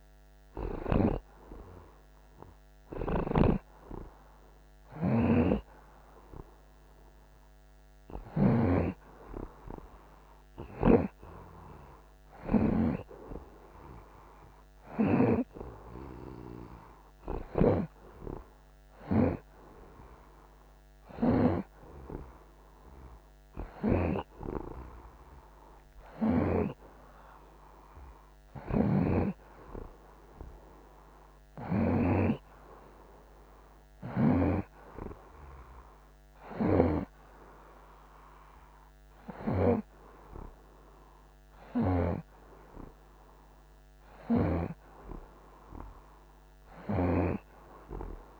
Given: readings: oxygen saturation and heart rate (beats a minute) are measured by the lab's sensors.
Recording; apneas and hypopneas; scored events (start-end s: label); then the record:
breathing in sleep by a microphone on the trachea; none
0.00-13.00 s: snoring (device-marked)
28.50-32.00 s: snoring (device-marked)
From the record:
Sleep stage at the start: N2 (light sleep); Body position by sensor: on the right side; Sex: male